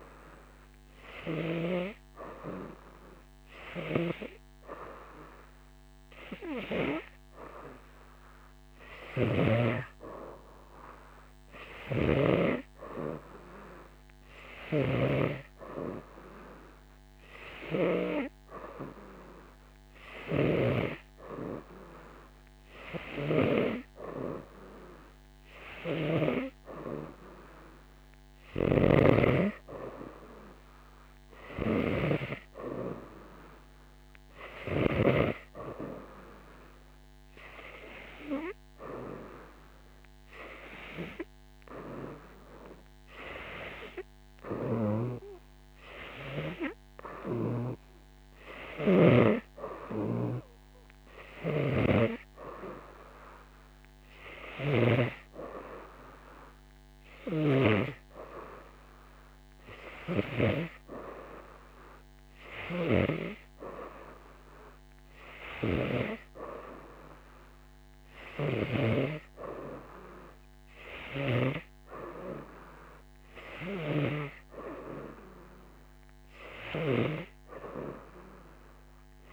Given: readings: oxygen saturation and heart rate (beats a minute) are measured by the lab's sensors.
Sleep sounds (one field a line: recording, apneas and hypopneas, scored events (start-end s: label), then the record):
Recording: breathing in sleep by a microphone on the trachea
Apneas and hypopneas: none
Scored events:
0.00-2.00 s: snoring (device-marked)
9.00-12.50 s: snoring (device-marked)
14.50-18.00 s: snoring (device-marked)
16.00-79.32 s: new sleep stage, N3 (deep sleep)
20.00-26.50 s: snoring (device-marked)
28.50-35.00 s: snoring (device-marked)
48.50-55.00 s: snoring (device-marked)
57.00-69.00 s: snoring (device-marked)
71.00-79.32 s: snoring (device-marked)
From the record:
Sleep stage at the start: N2 (light sleep)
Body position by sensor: on the right side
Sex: female